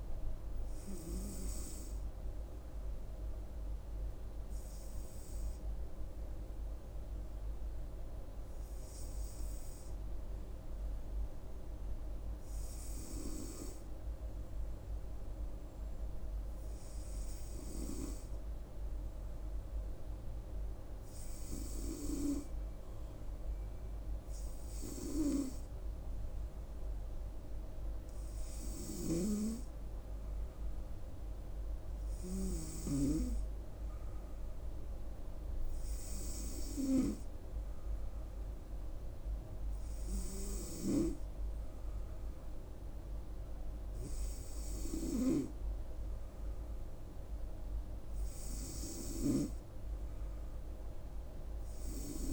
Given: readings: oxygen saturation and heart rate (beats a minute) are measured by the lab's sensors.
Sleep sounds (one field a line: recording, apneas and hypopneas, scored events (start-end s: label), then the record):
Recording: breathing in sleep by a room microphone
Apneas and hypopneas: 1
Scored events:
1.50-22.50 s: hypopnea (oxygen 97% before, 95% lowest, heart rate 69 before, 66 extreme, up 2 after)
24.50-27.50 s: arousal
29.00-33.00 s: snoring (device-marked)
From the record:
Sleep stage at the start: N2 (light sleep)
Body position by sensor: on the right side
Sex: female